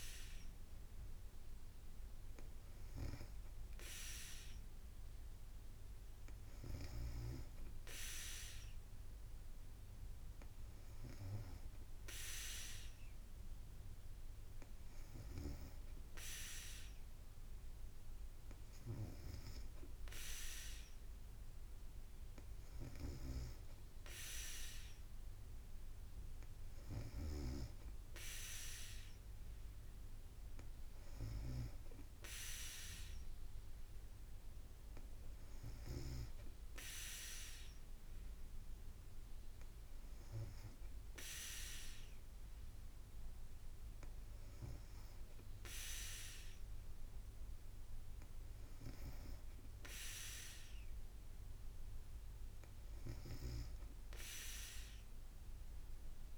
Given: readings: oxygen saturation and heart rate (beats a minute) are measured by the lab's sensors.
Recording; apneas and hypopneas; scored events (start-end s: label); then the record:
breathing in sleep by a room microphone; none
none scored
From the record:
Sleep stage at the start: N2 (light sleep); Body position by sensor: on the back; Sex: female